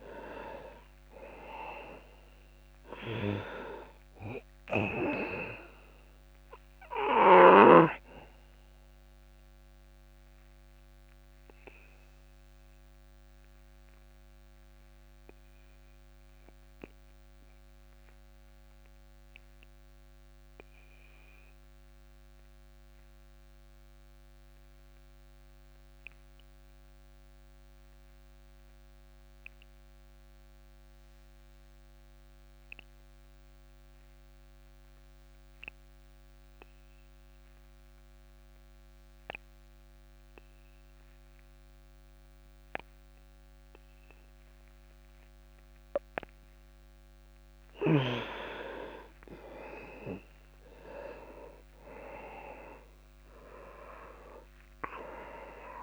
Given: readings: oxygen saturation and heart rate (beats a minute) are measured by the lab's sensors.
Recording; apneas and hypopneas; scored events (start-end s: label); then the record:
breathing in sleep by a microphone on the trachea; 1
0.00-2.50 s: arousal
0.00-30.00 s: oxygen desaturation (device-marked, oxygen 98% before, 88% lowest)
9.00-46.50 s: obstructive apnea (oxygen 100% before, 85% lowest)
47.00-55.83 s: oxygen desaturation (device-marked, oxygen 99% before, 85% lowest)
50.00-53.50 s: arousal
From the record:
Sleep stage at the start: N2 (light sleep); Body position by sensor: on the back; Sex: male